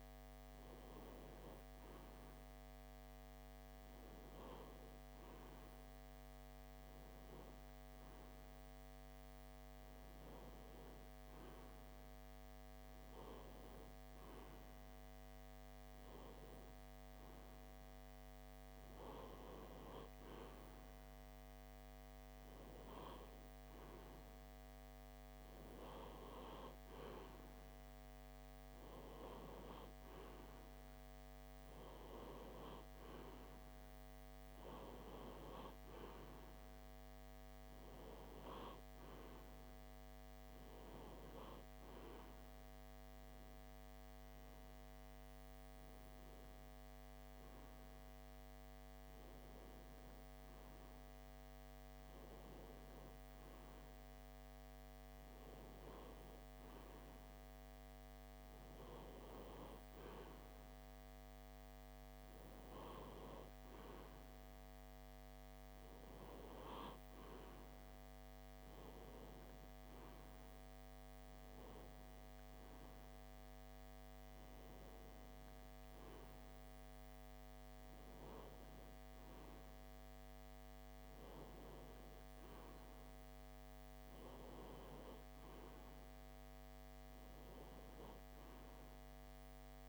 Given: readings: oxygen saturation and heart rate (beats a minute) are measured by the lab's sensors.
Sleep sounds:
breathing in sleep by a microphone on the trachea; none
none scored
From the record:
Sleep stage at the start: N3 (deep sleep); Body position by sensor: on the left side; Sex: male

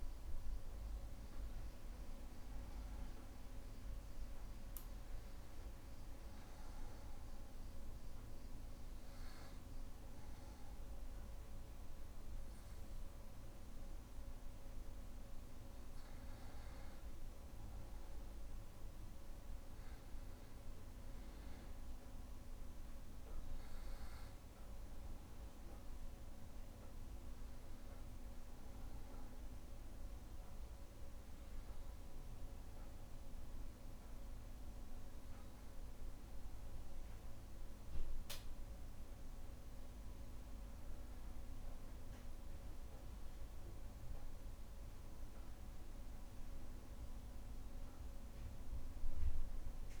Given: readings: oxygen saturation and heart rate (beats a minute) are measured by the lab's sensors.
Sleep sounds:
breathing in sleep, hard to hear, by a room microphone; 1
2.00-5.00 s: arousal
7.50-17.50 s: hypopnea (oxygen 96% before, 92% lowest, heart rate 63 before, 62 extreme, up 1 after)
20.00-24.00 s: arousal
24.00-50.00 s: new sleep stage, N1 (lightest sleep)
From the record:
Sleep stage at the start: N2 (light sleep); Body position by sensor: on the back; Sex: male

